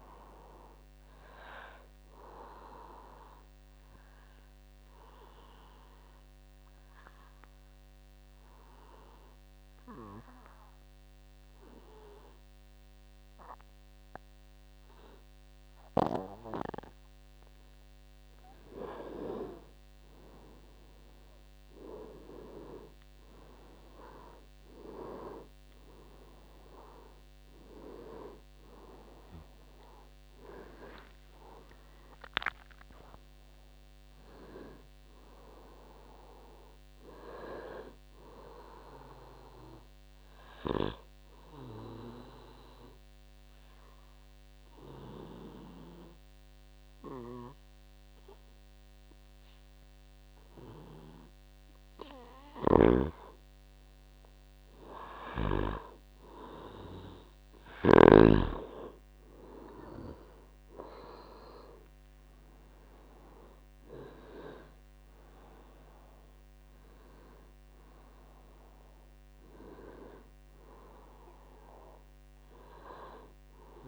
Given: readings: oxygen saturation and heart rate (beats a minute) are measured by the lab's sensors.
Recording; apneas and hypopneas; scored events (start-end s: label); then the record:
breathing in sleep by a microphone on the trachea; 2
0.00-16.00 s: oxygen desaturation (device-marked, oxygen 89% lowest, heart rate 59 extreme)
4.00-18.00 s: obstructive apnea (oxygen 99% before, 86% lowest, heart rate 87 before, 60 extreme, up 10 after)
20.00-24.00 s: arousal
24.00-50.00 s: oxygen desaturation (device-marked, oxygen 99% before, 86% lowest, heart rate 64 before, 55 extreme)
41.50-52.50 s: obstructive apnea (oxygen 99% before, 87% lowest, heart rate 75 before, 55 extreme, up 10 after)
52.50-58.50 s: snoring (device-marked)
55.00-58.50 s: arousal
61.00-73.88 s: oxygen desaturation (device-marked, oxygen 98% before, 88% lowest, heart rate 60 before, 55 extreme)
From the record:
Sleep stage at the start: N2 (light sleep); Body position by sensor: on the back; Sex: male